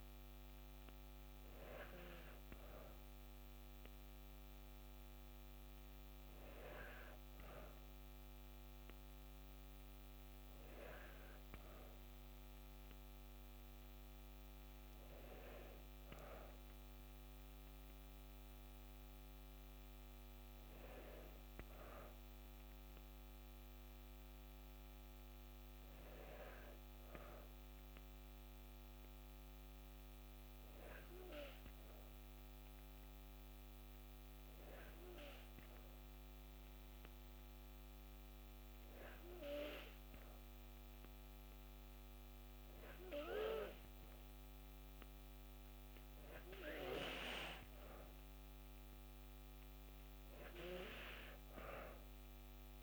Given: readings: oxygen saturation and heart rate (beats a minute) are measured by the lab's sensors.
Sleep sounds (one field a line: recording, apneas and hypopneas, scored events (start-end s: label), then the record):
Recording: breathing in sleep by a microphone on the trachea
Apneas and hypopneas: 1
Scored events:
31.00-46.00 s: hypopnea (oxygen 93% before, 90% lowest, heart rate 60 before, 60 extreme, up 0 after)
48.50-52.50 s: arousal
From the record:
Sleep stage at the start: N2 (light sleep)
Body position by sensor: on the back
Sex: female